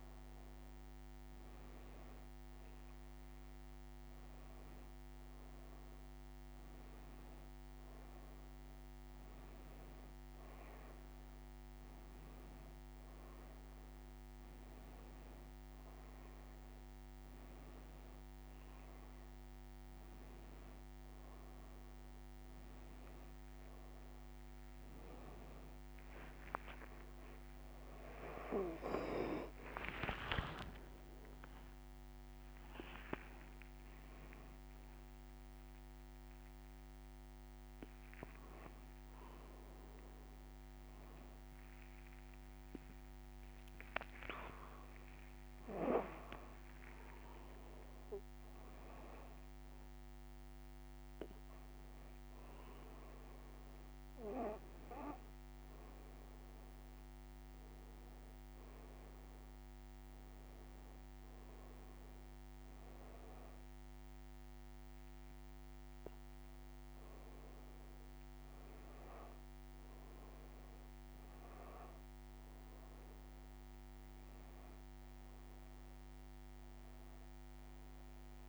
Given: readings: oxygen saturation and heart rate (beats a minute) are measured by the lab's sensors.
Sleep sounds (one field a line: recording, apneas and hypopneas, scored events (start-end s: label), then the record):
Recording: a person awake in a sleep study, by a microphone on the trachea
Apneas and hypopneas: none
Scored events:
29.50-78.49 s: new sleep stage, awake
From the record:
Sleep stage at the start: N2 (light sleep)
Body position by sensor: on the back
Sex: female